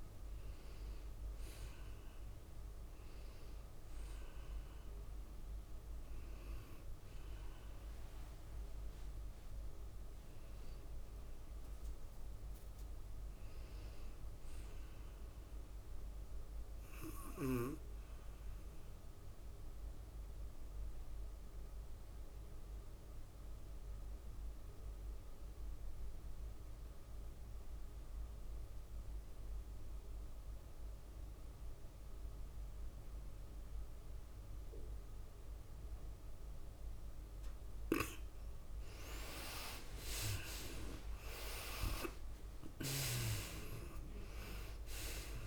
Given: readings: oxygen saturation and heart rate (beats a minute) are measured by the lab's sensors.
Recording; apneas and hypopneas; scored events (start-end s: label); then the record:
breathing in sleep by a room microphone; 1
1.00-5.50 s: arousal
5.00-17.00 s: oxygen desaturation (device-marked, oxygen 97% before, 93% lowest, heart rate 100 before, 81 extreme)
17.00-45.47 s: new sleep stage, N2 (light sleep)
21.00-38.00 s: obstructive apnea (oxygen 97% before, 76% lowest, heart rate 99 before, 81 extreme, up 16 after)
24.00-45.47 s: oxygen desaturation (device-marked, oxygen 94% before, 76% lowest, heart rate 98 before, 81 extreme)
40.00-43.00 s: arousal
44.00-45.47 s: tachycardia (device-marked, heart rate 98 before, 102 extreme)
From the record:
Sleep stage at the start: N1 (lightest sleep); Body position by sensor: on the right side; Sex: female